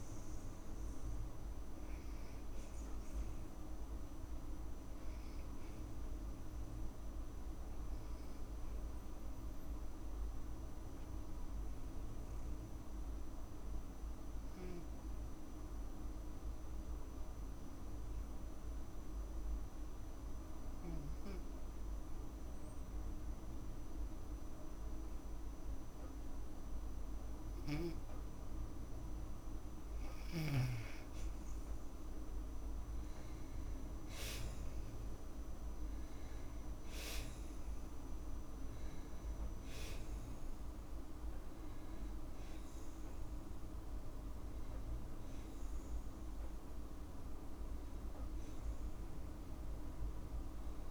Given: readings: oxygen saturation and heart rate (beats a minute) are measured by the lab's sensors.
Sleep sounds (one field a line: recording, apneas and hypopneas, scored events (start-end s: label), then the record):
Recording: breathing in sleep, hard to hear, by a room microphone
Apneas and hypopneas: 1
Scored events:
8.00-23.00 s: oxygen desaturation (device-marked, oxygen 95% before, 91% lowest, heart rate 56 before, 52 extreme)
11.00-27.50 s: obstructive apnea (oxygen 96% before, 90% lowest, heart rate 55 before, 52 extreme, up 5 after)
31.50-35.00 s: arousal
49.50-50.91 s: arousal
From the record:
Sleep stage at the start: N2 (light sleep)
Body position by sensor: on the back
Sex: female